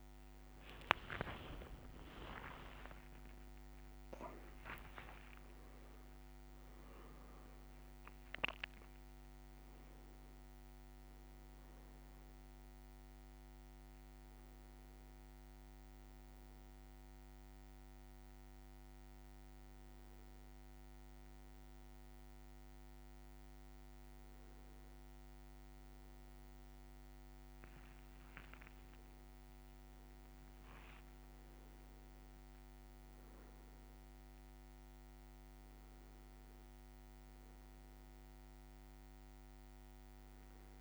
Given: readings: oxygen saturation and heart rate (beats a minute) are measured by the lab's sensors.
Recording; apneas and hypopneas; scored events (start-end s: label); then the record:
a person awake in a sleep study, by a microphone on the trachea; none
0.00-25.50 s: oxygen desaturation (device-marked, oxygen 94% lowest, heart rate 55 extreme)
0.50-3.00 s: leg movement (device-marked)
21.50-40.81 s: new sleep stage, N1 (lightest sleep)
29.50-31.50 s: leg movement (device-marked)
From the record:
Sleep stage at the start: awake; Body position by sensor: on the back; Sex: male